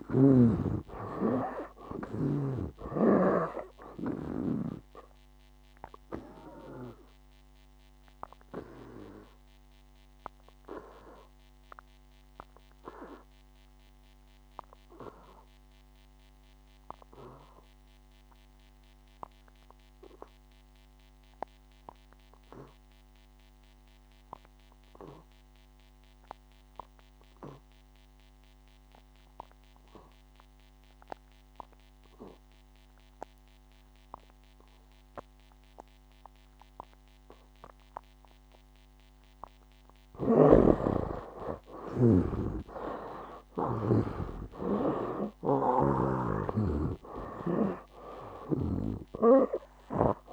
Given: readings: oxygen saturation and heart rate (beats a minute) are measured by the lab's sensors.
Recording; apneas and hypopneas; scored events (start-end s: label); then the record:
breathing in sleep by a microphone on the trachea; 1
0.00-3.00 s: snoring (device-marked)
0.00-4.00 s: arousal
0.00-22.50 s: oxygen desaturation (device-marked, oxygen 84% lowest, heart rate 59 extreme)
6.00-38.50 s: obstructive apnea (oxygen 99% before, 74% lowest, heart rate 65 before, 59 extreme, up 13 after)
29.50-50.33 s: oxygen desaturation (device-marked, oxygen 98% before, 74% lowest, heart rate 62 before, 60 extreme)
40.50-44.50 s: snoring (device-marked)
45.00-49.50 s: arousal
From the record:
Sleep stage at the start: N2 (light sleep); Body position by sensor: on the back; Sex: male